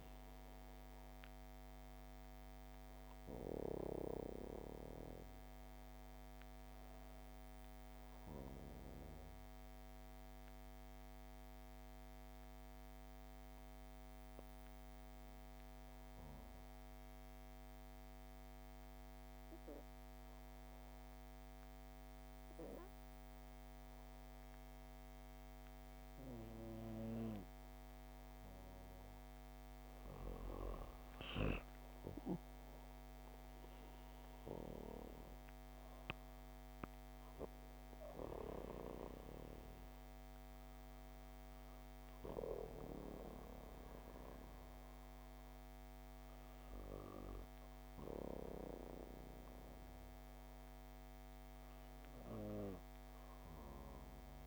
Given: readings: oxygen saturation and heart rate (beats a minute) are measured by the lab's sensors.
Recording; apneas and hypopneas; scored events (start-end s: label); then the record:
breathing in sleep by a microphone on the trachea; 1
8.00-28.50 s: obstructive apnea (oxygen 97% before, 93% lowest, heart rate 81 before, 56 extreme, up 3 after)
24.50-54.47 s: oxygen desaturation (device-marked, oxygen 98% before, 95% lowest, heart rate 76 before, 56 extreme)
30.50-34.50 s: arousal
From the record:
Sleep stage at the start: N2 (light sleep); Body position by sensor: on the back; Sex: female